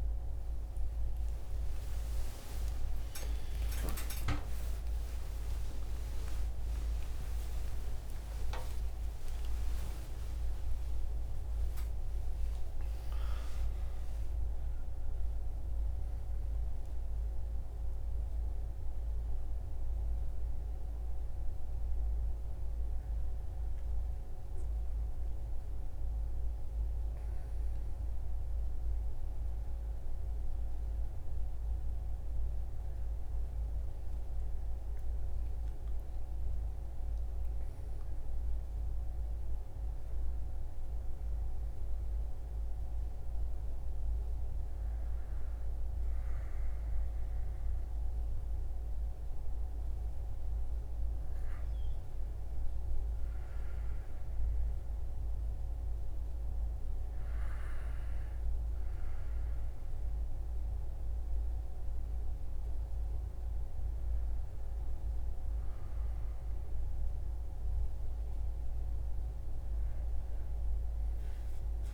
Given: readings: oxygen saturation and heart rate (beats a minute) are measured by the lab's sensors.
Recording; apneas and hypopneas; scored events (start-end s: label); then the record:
a person partly awake in a sleep study, hard to hear, by a room microphone; none
13.00-43.00 s: new sleep stage, awake
43.00-71.93 s: new sleep stage, N2 (light sleep)
From the record:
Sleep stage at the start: N1 (lightest sleep); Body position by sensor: on the right side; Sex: male